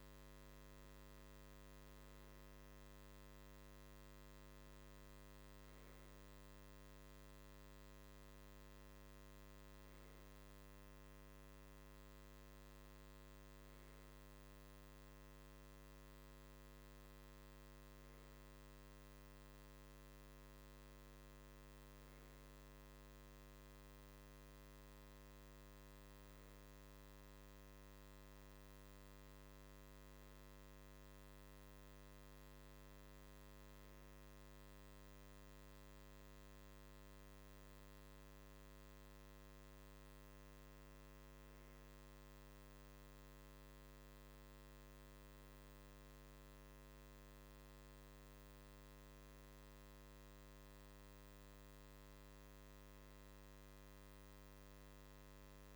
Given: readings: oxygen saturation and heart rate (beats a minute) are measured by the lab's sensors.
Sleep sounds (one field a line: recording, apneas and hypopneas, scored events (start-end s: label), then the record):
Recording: breathing in sleep, hard to hear, by a microphone on the trachea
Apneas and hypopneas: none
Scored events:
none scored
From the record:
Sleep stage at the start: REM sleep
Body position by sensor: on the right side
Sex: male